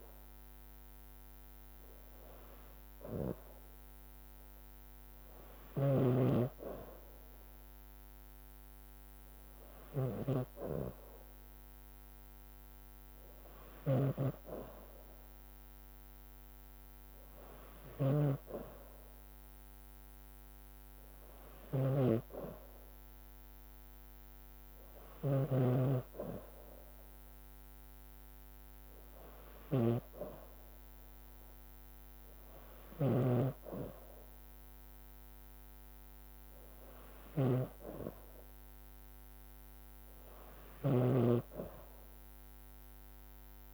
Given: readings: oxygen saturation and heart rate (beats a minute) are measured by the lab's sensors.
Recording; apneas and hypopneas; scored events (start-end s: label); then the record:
breathing in sleep by a microphone on the trachea; none
0.00-4.00 s: drop in pulse transit time (device-marked, heart rate 56 extreme)
5.50-41.00 s: snoring (device-marked)
From the record:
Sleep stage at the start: N2 (light sleep); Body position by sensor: on the back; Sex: female